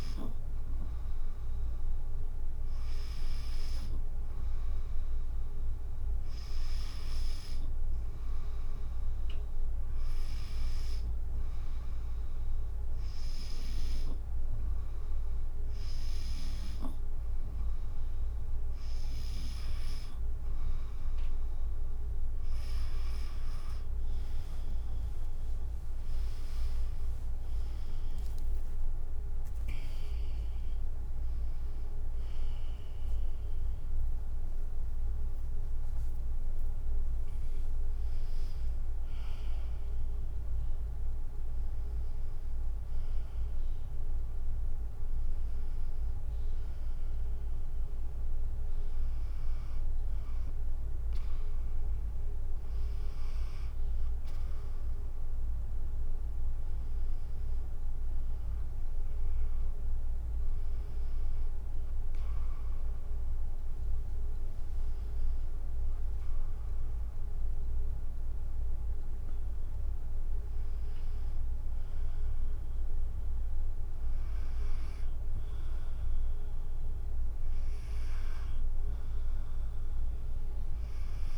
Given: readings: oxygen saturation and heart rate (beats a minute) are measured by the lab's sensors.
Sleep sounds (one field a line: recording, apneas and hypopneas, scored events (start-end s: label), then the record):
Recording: breathing in sleep, hard to hear, by a room microphone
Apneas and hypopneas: 1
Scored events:
4.00-7.50 s: arousal
10.50-20.50 s: hypopnea (oxygen 96% before, 93% lowest, heart rate 73 before, 65 extreme, up 16 after)
25.00-37.00 s: drop in pulse transit time (device-marked, heart rate 70 before, 73 extreme)
28.00-34.00 s: arousal
63.00-74.00 s: drop in pulse transit time (device-marked, heart rate 76 before, 76 extreme)
From the record:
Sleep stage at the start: N2 (light sleep)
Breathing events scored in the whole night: 211 in 5.0 hours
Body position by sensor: on the back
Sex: female